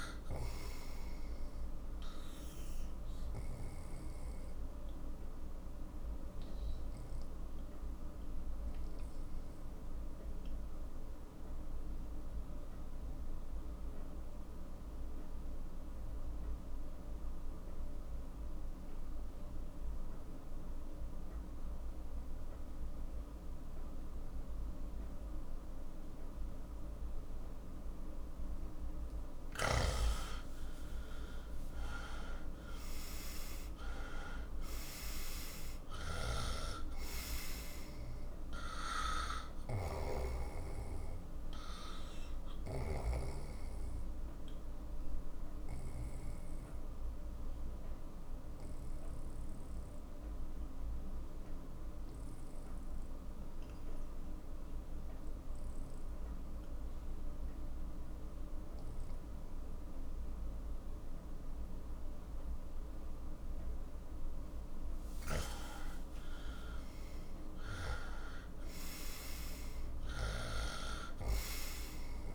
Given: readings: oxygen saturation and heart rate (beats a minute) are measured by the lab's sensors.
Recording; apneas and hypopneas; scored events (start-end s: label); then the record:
breathing in sleep by a room microphone; 2
0.00-6.00 s: oxygen desaturation (device-marked, oxygen 92% lowest, heart rate 43 extreme)
5.50-28.00 s: obstructive apnea (oxygen 98% before, 90% lowest, heart rate 59 before, 45 extreme, up 16 after)
31.00-36.00 s: arousal
34.00-56.00 s: oxygen desaturation (device-marked, oxygen 98% before, 90% lowest, heart rate 55 before, 45 extreme)
46.00-64.50 s: obstructive apnea (oxygen 98% before, 90% lowest, heart rate 60 before, 47 extreme, up 19 after)
67.00-71.50 s: arousal
69.00-72.35 s: oxygen desaturation (device-marked, oxygen 98% before, 93% lowest, heart rate 50 before, 48 extreme)
From the record:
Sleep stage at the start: N2 (light sleep); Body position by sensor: on the right side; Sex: male